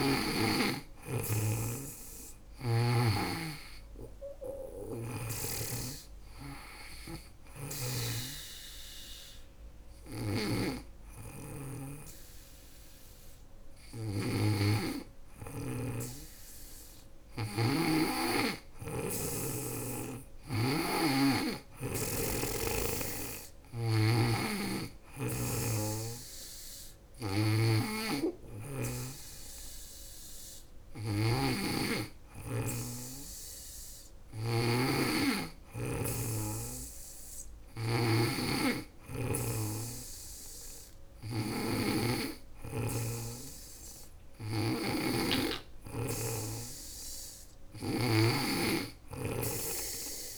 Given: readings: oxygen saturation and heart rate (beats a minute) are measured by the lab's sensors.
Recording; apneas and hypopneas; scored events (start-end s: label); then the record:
breathing in sleep by a room microphone; 1
0.00-2.00 s: snoring (device-marked)
6.50-17.50 s: hypopnea (oxygen 98% before, 96% lowest, heart rate 77 before, 72 extreme, up 7 after)
9.00-17.00 s: snoring (device-marked)
19.50-23.00 s: arousal
26.50-50.38 s: snoring (device-marked)
From the record:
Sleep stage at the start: N2 (light sleep); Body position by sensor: on the back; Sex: female